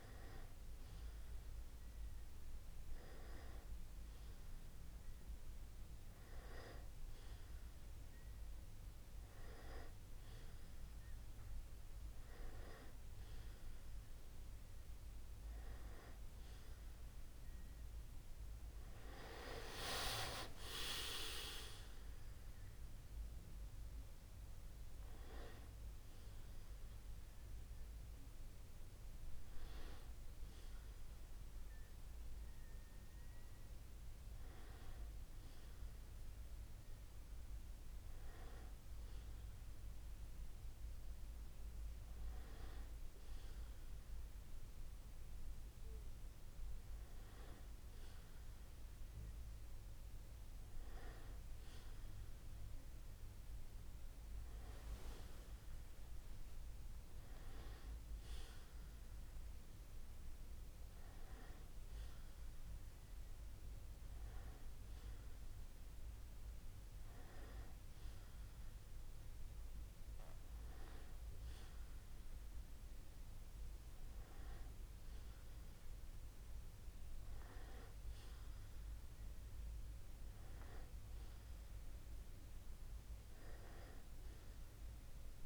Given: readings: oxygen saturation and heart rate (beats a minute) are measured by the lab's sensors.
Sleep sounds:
breathing in sleep by a room microphone; none
19.00-23.50 s: arousal
From the record:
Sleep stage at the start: N2 (light sleep); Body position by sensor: on the back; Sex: male

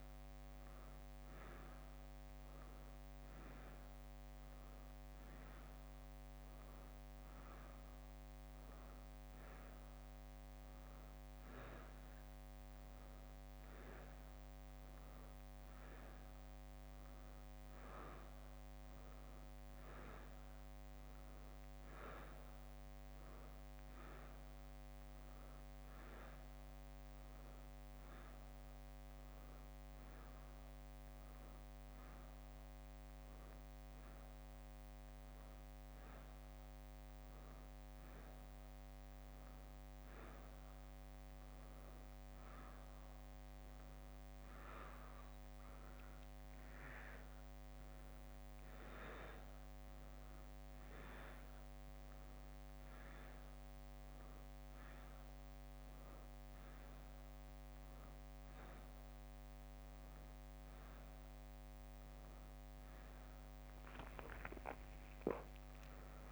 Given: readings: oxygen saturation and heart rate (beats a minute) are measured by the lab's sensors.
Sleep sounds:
a person awake in a sleep study, hard to hear, by a microphone on the trachea; none
0.00-3.00 s: leg movement (device-marked)
6.50-14.50 s: leg movement (device-marked)
17.50-26.00 s: leg movement (device-marked)
26.00-28.00 s: bradycardia (device-marked, heart rate 65 before, 62 extreme)
28.50-36.50 s: leg movement (device-marked)
37.00-46.00 s: drop in pulse transit time (device-marked, heart rate 62 before, 59 extreme)
42.00-44.00 s: bradycardia (device-marked, heart rate 65 before, 62 extreme)
42.50-51.00 s: leg movement (device-marked)
54.00-61.00 s: leg movement (device-marked)
64.00-66.32 s: drop in pulse transit time (device-marked, heart rate 64 before, 61 extreme)
64.00-66.32 s: leg movement (device-marked)
From the record:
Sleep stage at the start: awake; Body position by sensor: on the back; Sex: female

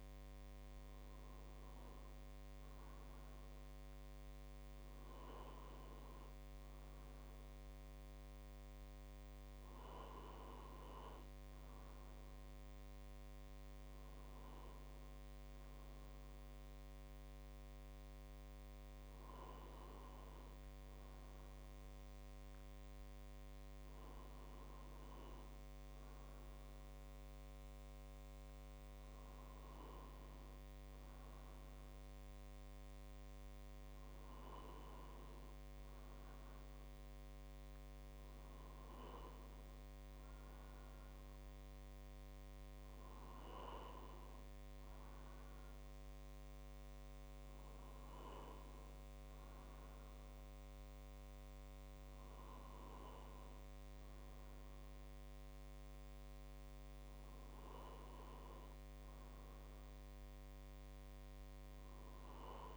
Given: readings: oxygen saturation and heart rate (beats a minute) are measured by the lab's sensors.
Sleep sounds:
breathing in sleep, hard to hear, by a microphone on the trachea; none
7.50-17.50 s: drop in pulse transit time (device-marked, heart rate 51 before, 50 extreme)
From the record:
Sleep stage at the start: N2 (light sleep); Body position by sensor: on the right side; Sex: male

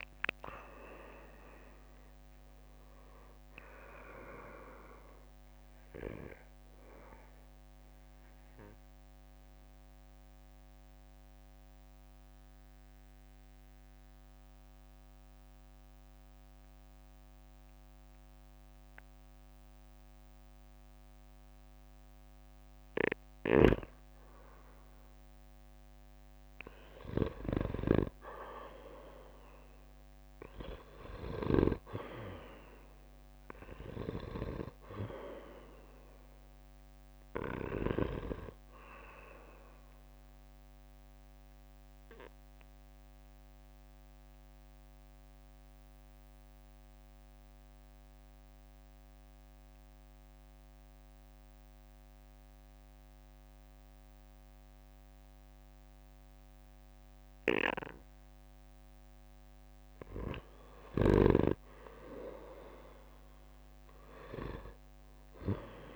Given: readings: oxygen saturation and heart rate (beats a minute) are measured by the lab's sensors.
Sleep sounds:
breathing in sleep by a microphone on the trachea; 2
0.00-2.00 s: arousal
0.00-9.50 s: drop in pulse transit time (device-marked, heart rate 58 extreme)
0.00-18.50 s: oxygen desaturation (device-marked, oxygen 87% lowest, heart rate 51 extreme)
8.50-23.50 s: mixed apnea (oxygen 97% before, 87% lowest, heart rate 67 before, 51 extreme, up 15 after)
25.50-28.50 s: arousal
31.50-50.50 s: oxygen desaturation (device-marked, oxygen 98% before, 91% lowest, heart rate 58 before, 54 extreme)
40.00-61.00 s: mixed apnea (oxygen 98% before, 89% lowest, heart rate 63 before, 52 extreme, up 13 after)
63.00-65.96 s: arousal
From the record:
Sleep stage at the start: N2 (light sleep); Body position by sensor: on the back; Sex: male

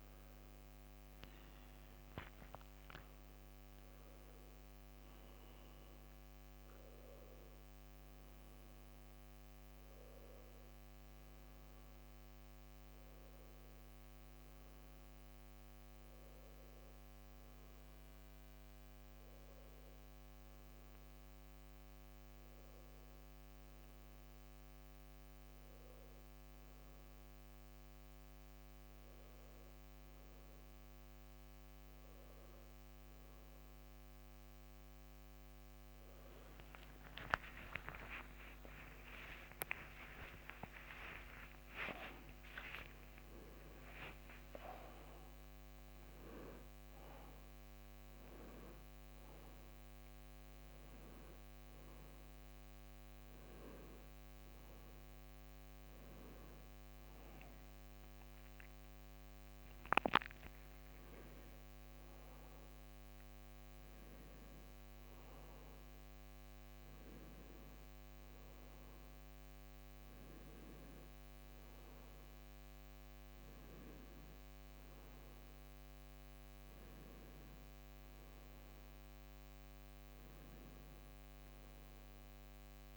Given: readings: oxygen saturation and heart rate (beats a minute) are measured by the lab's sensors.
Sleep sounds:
a person partly awake in a sleep study, by a microphone on the trachea; none
0.00-4.00 s: arousal
45.00-75.00 s: new sleep stage, awake
75.00-82.97 s: new sleep stage, N1 (lightest sleep)
From the record:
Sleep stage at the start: N1 (lightest sleep); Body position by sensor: on the right side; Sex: male

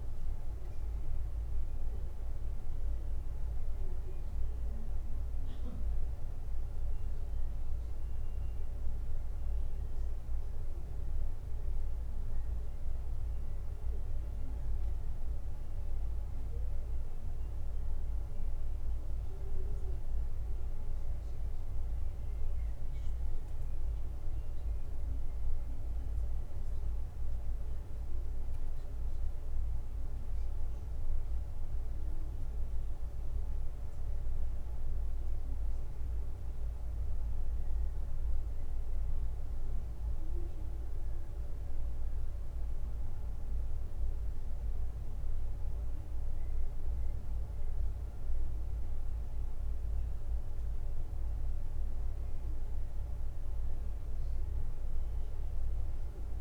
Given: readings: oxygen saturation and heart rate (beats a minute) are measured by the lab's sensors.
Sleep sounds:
a person awake in a sleep study, hard to hear, by a room microphone; none
none scored
From the record:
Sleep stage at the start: awake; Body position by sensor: on the back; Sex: male

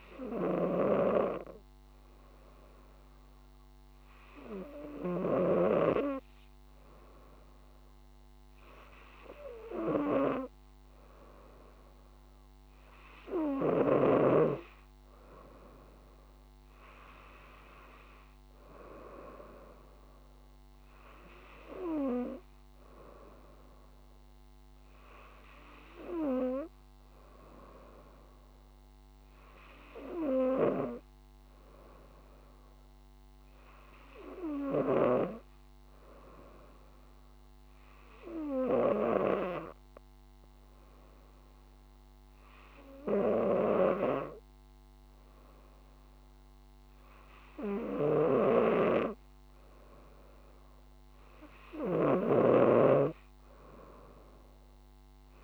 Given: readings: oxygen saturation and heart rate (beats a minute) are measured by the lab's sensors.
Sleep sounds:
breathing in sleep by a microphone on the trachea; 1
1.00-6.00 s: snoring (device-marked)
37.50-51.00 s: hypopnea (oxygen 97% before, 95% lowest, heart rate 65 before, 62 extreme, up 4 after)
52.50-55.44 s: snoring (device-marked)
From the record:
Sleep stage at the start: N2 (light sleep); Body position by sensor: on the right side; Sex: female

